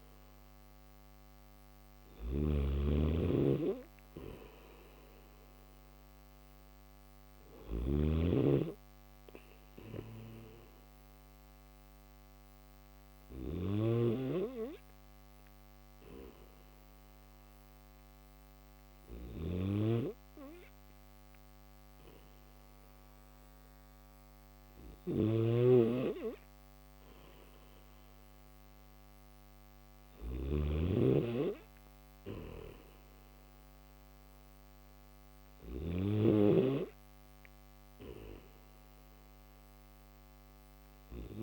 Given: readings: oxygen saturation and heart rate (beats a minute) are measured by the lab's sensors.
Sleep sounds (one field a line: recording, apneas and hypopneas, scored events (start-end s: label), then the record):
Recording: breathing in sleep by a microphone on the trachea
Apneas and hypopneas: 1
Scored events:
0.00-41.43 s: snoring (device-marked)
11.00-24.00 s: hypopnea (oxygen 94% before, 91% lowest, heart rate 76 before, 74 extreme, up 3 after)
From the record:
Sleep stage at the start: N2 (light sleep)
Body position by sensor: on the back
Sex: male